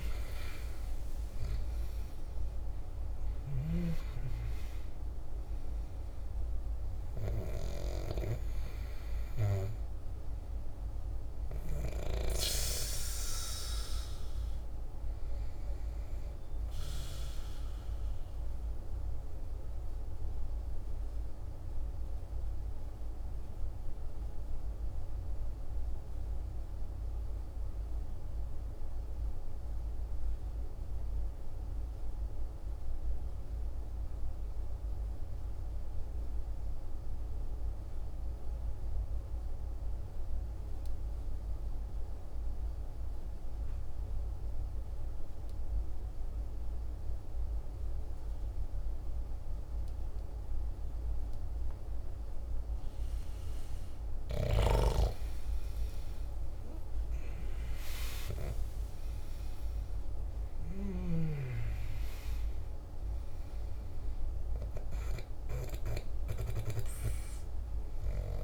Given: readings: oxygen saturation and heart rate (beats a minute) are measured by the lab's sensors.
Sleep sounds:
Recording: breathing in sleep by a room microphone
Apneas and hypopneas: 1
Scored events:
0.00-2.00 s: arousal
0.00-29.50 s: oxygen desaturation (device-marked, oxygen 83% lowest, heart rate 48 extreme)
20.00-53.00 s: mixed apnea (oxygen 95% before, 83% lowest, heart rate 57 before, 48 extreme, up 11 after)
47.50-68.44 s: oxygen desaturation (device-marked, oxygen 98% before, 87% lowest, heart rate 50 before, 49 extreme)
55.00-60.00 s: arousal
From the record:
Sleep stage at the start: N2 (light sleep)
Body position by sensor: on the back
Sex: male

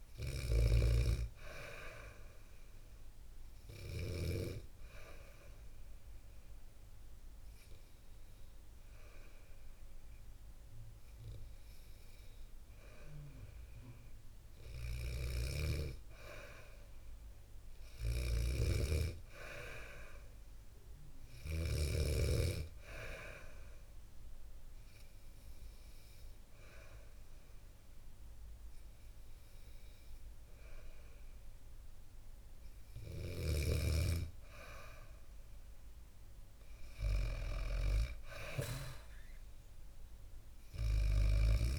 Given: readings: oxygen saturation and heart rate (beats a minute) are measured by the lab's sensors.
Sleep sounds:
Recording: breathing in sleep by a room microphone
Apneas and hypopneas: 1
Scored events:
0.00-3.50 s: snoring (device-marked)
4.00-15.00 s: hypopnea (oxygen 97% before, 93% lowest, heart rate 66 before, 64 extreme, up 3 after)
14.50-21.50 s: snoring (device-marked)
17.50-21.00 s: arousal
From the record:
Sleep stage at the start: N2 (light sleep)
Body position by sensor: on the back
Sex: female

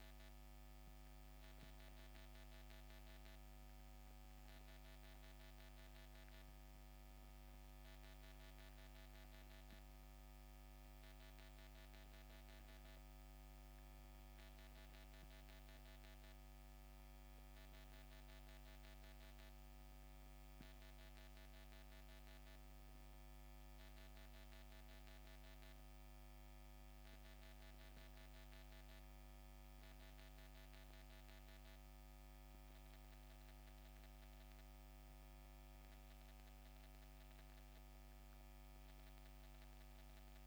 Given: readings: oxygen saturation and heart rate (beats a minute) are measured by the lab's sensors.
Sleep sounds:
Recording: breathing in sleep, hard to hear, by a microphone on the trachea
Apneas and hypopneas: none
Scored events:
none scored
From the record:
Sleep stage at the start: N1 (lightest sleep)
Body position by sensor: on the back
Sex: male

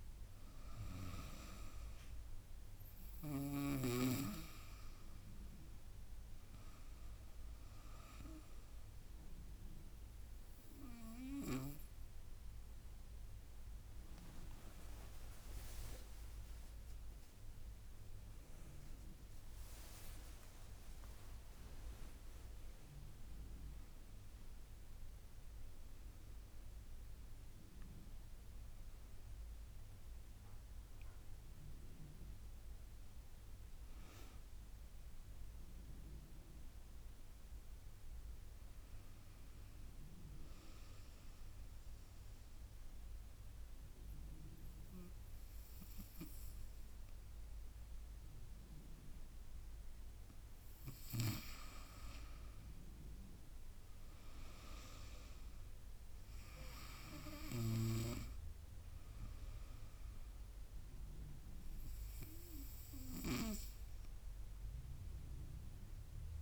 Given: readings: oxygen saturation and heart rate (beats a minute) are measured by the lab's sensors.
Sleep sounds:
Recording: breathing in sleep by a room microphone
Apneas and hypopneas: 1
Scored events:
15.00-17.00 s: long interval between heartbeats (device-marked, heart rate 80 before, 89 extreme)
15.00-19.00 s: arousal
16.00-24.00 s: tachycardia (device-marked, heart rate 81 before, 119 extreme)
19.00-21.00 s: long interval between heartbeats (device-marked, heart rate 82 before, 106 extreme)
19.00-32.00 s: drop in pulse transit time (device-marked, heart rate 82 before, 87 extreme)
20.00-36.00 s: oxygen desaturation (device-marked, oxygen 97% before, 94% lowest, heart rate 84 before, 77 extreme)
22.00-24.00 s: long interval between heartbeats (device-marked, heart rate 86 before, 117 extreme)
41.00-52.00 s: obstructive apnea (oxygen 98% before, 93% lowest, heart rate 95 before, 74 extreme, up 5 after)
53.50-56.50 s: arousal
58.00-66.42 s: oxygen desaturation (device-marked, oxygen 97% before, 94% lowest, heart rate 80 before, 74 extreme)
From the record:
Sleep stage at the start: N2 (light sleep)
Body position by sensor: on the right side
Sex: female

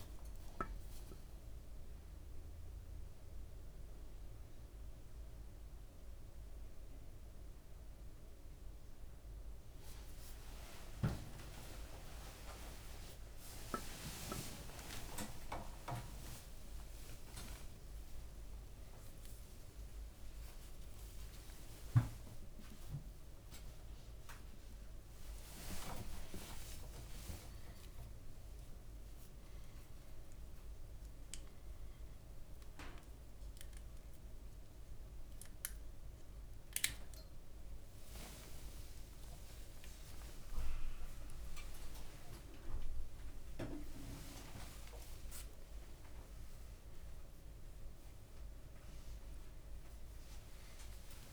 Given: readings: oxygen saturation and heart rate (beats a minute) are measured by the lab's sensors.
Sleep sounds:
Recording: a person awake in a sleep study, by a room microphone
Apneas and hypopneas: none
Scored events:
13.00-15.00 s: leg movement (device-marked)
39.50-41.00 s: leg movement (device-marked)
44.00-46.50 s: leg movement (device-marked)
From the record:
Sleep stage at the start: awake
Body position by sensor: on the right side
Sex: male

